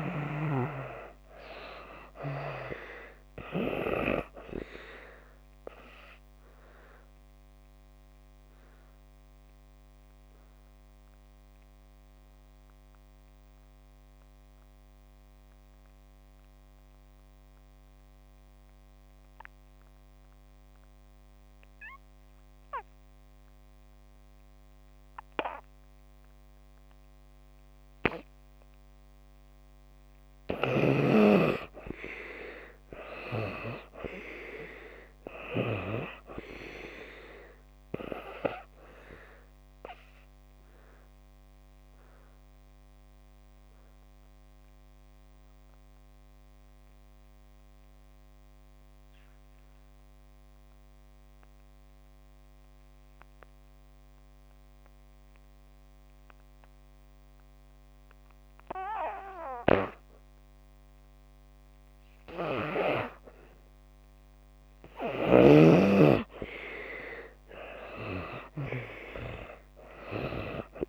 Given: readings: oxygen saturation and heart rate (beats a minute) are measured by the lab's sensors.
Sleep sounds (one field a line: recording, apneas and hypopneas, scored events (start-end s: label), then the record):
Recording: breathing in sleep by a microphone on the trachea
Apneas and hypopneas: 2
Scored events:
0.00-1.50 s: arousal
0.00-27.50 s: oxygen desaturation (device-marked, oxygen 72% lowest)
6.50-29.50 s: obstructive apnea (oxygen 95% before, 71% lowest)
29.50-60.50 s: oxygen desaturation (device-marked, oxygen 96% before, 73% lowest)
32.00-34.50 s: arousal
39.50-63.00 s: obstructive apnea (oxygen 96% before, 71% lowest)
62.50-70.89 s: oxygen desaturation (device-marked, oxygen 95% before, 71% lowest)
65.00-67.50 s: arousal
From the record:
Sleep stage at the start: N2 (light sleep)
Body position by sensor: on the back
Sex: female